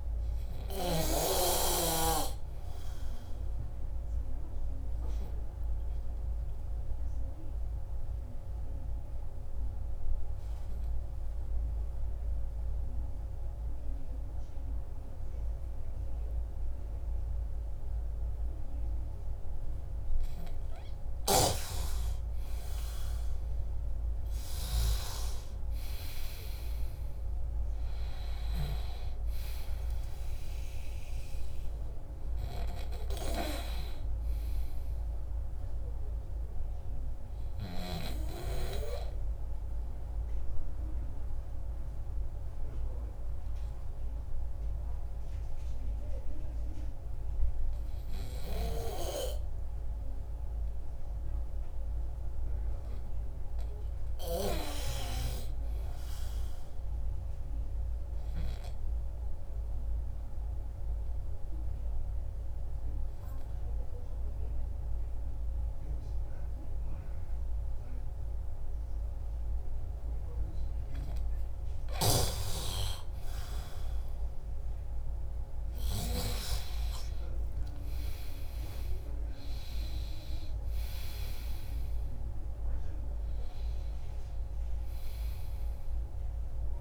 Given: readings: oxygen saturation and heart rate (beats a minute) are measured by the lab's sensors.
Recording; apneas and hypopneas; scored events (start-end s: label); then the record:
breathing in sleep by a room microphone; 3
3.50-19.50 s: obstructive apnea (oxygen 97% before, 93% lowest, heart rate 71 before, 59 extreme)
22.00-26.00 s: arousal
27.50-51.50 s: oxygen desaturation (device-marked, oxygen 97% before, 93% lowest, heart rate 101 before, 95 extreme)
35.50-52.00 s: obstructive apnea (oxygen 98% before, 93% lowest, heart rate 136 before, 95 extreme)
54.00-57.00 s: arousal
58.50-71.50 s: obstructive apnea (oxygen 99% before, 93% lowest)
75.50-80.00 s: arousal
From the record:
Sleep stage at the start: N2 (light sleep); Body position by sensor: on the back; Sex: male